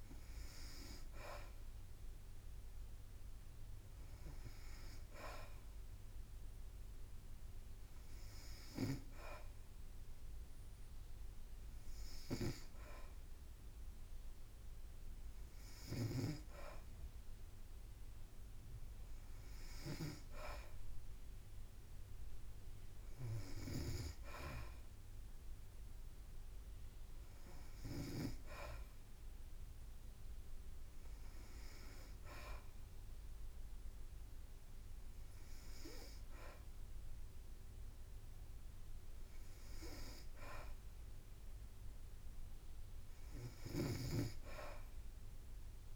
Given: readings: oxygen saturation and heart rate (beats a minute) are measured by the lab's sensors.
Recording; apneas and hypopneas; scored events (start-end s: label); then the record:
breathing in sleep by a room microphone; none
15.50-20.00 s: snoring (device-marked)
43.50-45.96 s: snoring (device-marked)
From the record:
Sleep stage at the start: N2 (light sleep); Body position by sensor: on the back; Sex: female